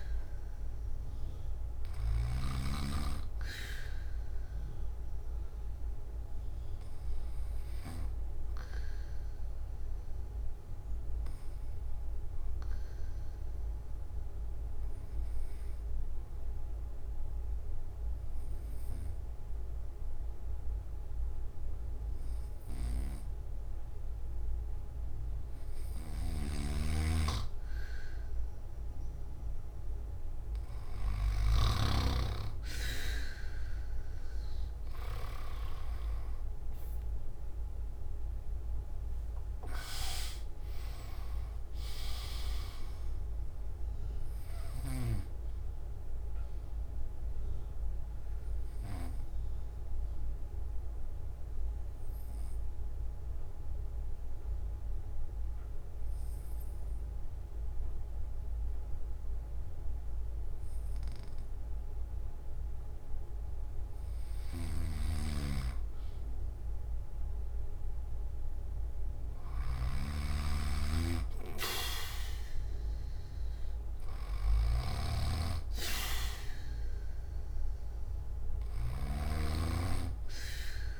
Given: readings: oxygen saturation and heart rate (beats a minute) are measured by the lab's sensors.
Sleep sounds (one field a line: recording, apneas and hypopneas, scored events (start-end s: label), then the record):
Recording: breathing in sleep by a room microphone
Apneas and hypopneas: 2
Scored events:
0.00-2.50 s: snoring (device-marked)
0.00-19.00 s: oxygen desaturation (device-marked, oxygen 94% lowest)
3.00-27.00 s: obstructive apnea (oxygen 100% before, 94% lowest)
26.00-31.50 s: snoring (device-marked)
35.00-62.00 s: oxygen desaturation (device-marked, oxygen 98% before, 94% lowest)
48.00-63.50 s: obstructive apnea (oxygen 98% before, 94% lowest)
64.50-79.00 s: snoring (device-marked)
75.00-81.00 s: oxygen desaturation (device-marked, oxygen 99% before, 94% lowest)
From the record:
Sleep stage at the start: N3 (deep sleep)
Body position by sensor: on the back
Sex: male